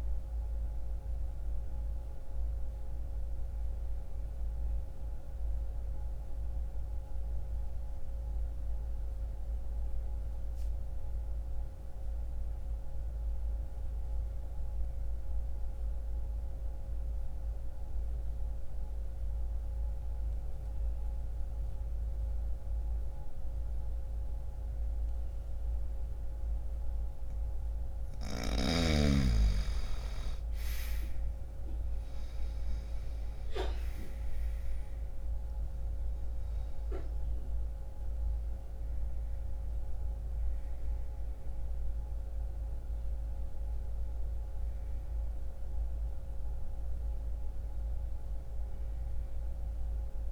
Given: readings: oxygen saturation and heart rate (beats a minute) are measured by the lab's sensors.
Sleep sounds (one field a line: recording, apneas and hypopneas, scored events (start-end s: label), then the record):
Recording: breathing in sleep by a room microphone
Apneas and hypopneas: 1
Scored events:
0.00-1.50 s: oxygen desaturation (device-marked, oxygen 90% lowest, heart rate 60 extreme)
5.00-27.50 s: mixed apnea (oxygen 98% before, 81% lowest, heart rate 65 before, 60 extreme, up 0 after)
24.50-50.32 s: new sleep stage, N1 (lightest sleep)
28.50-50.32 s: oxygen desaturation (device-marked, oxygen 99% before, 81% lowest, heart rate 62 before, 60 extreme)
31.50-36.50 s: arousal
From the record:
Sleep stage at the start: N2 (light sleep)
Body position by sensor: on the right side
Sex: male